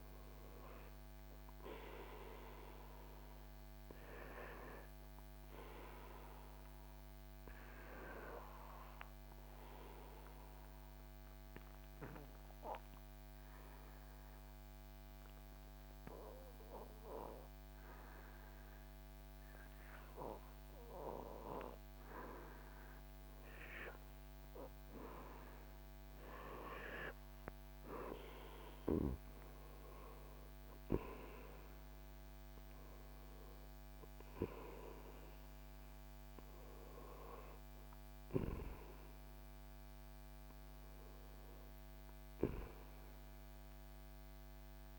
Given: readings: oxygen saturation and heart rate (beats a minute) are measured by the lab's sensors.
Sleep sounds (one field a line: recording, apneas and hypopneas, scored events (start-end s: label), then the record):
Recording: breathing in sleep by a microphone on the trachea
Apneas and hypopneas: 1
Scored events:
0.00-13.00 s: oxygen desaturation (device-marked, oxygen 91% lowest, heart rate 69 extreme)
7.00-21.00 s: obstructive apnea (oxygen 96% before, 90% lowest, heart rate 82 before, 66 extreme, up 7 after)
23.00-27.50 s: arousal
26.00-44.99 s: oxygen desaturation (device-marked, oxygen 96% before, 90% lowest, heart rate 72 before, 66 extreme)
From the record:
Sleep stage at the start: N2 (light sleep)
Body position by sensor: on the back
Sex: male